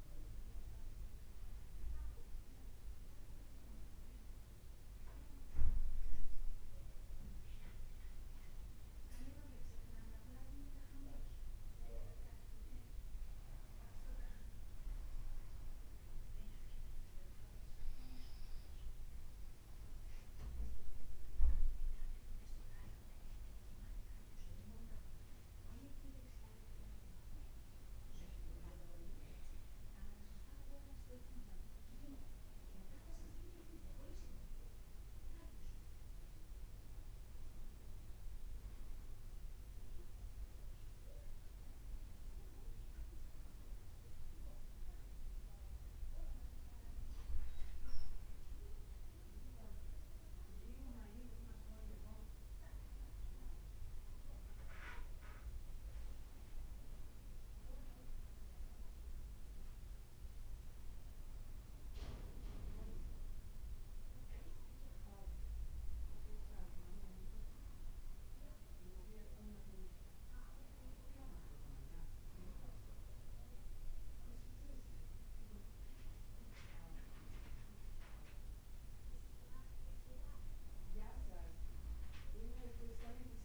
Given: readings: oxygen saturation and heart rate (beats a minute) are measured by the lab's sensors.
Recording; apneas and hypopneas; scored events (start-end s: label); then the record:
breathing in sleep by a room microphone; none
0.00-6.00 s: leg movement (device-marked)
11.50-18.00 s: leg movement (device-marked)
23.50-32.50 s: leg movement (device-marked)
35.50-42.00 s: leg movement (device-marked)
From the record:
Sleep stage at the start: N2 (light sleep); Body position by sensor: on the back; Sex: male